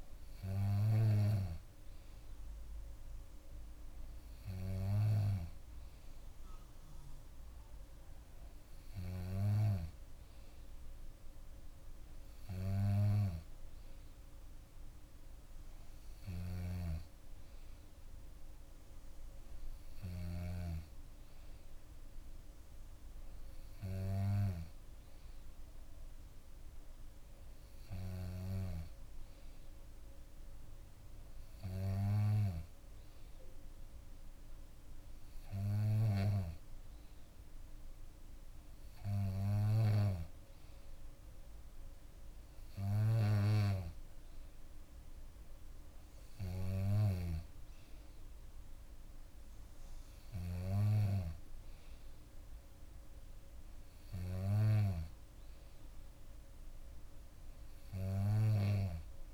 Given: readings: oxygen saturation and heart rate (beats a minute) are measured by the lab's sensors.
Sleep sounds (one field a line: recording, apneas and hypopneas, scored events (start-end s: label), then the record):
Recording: breathing in sleep by a room microphone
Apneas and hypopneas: none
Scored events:
16.00-20.50 s: snoring (device-marked)
From the record:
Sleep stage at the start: N2 (light sleep)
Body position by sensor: on the back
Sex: female